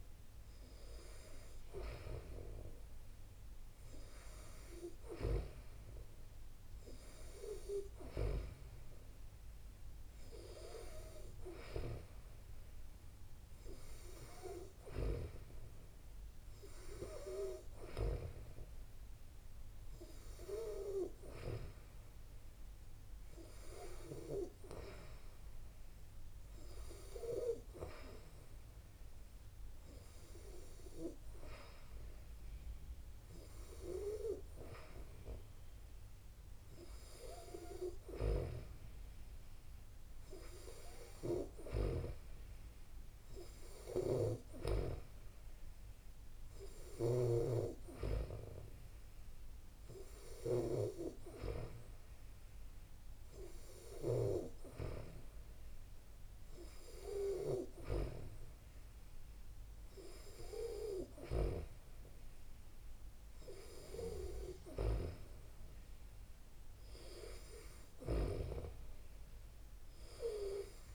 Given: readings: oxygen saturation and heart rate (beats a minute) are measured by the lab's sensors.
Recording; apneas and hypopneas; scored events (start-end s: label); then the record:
breathing in sleep by a room microphone; none
none scored
From the record:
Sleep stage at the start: N2 (light sleep); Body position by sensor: on the back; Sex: female